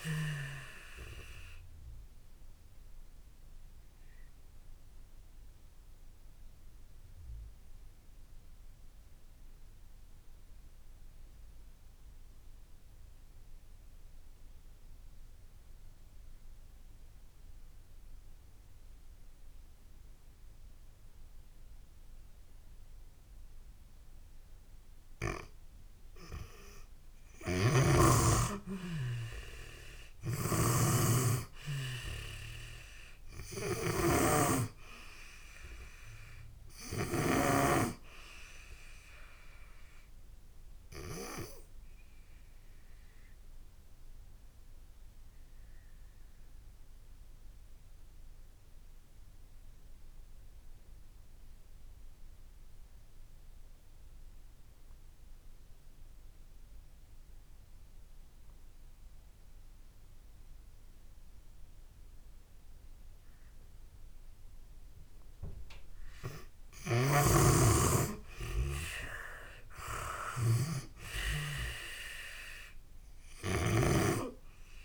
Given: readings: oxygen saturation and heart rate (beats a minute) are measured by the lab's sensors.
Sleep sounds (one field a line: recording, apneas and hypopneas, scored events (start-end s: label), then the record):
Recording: breathing in sleep by a room microphone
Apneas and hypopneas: 2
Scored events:
0.00-26.50 s: oxygen desaturation (device-marked, oxygen 83% lowest)
3.00-25.50 s: obstructive apnea (oxygen 97% before, 83% lowest)
27.00-37.00 s: snoring (device-marked)
28.00-32.50 s: arousal
39.50-65.00 s: obstructive apnea (oxygen 97% before, 84% lowest)
41.50-64.50 s: oxygen desaturation (device-marked, oxygen 96% before, 87% lowest)
66.50-73.50 s: snoring (device-marked)
68.50-71.50 s: arousal
69.50-74.85 s: oxygen desaturation (device-marked, oxygen 96% before, 84% lowest)
From the record:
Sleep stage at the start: N2 (light sleep)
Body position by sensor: on the back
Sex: female